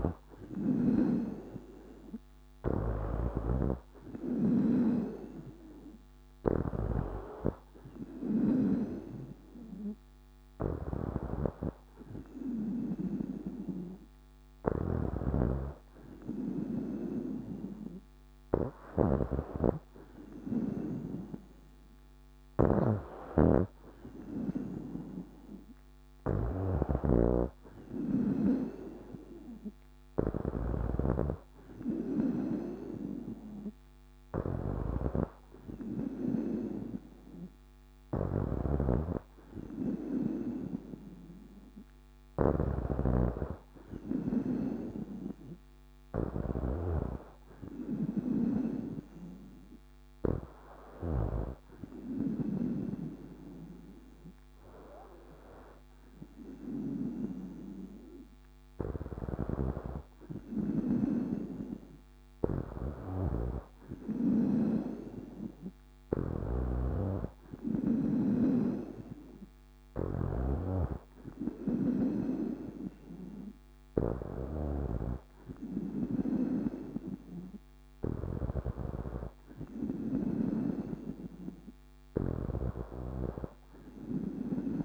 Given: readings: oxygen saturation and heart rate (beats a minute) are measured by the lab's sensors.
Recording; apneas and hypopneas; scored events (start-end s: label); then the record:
breathing in sleep by a microphone on the trachea; none
14.50-51.00 s: snoring (device-marked)
59.00-80.00 s: snoring (device-marked)
From the record:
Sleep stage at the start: N2 (light sleep); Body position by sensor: on the back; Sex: female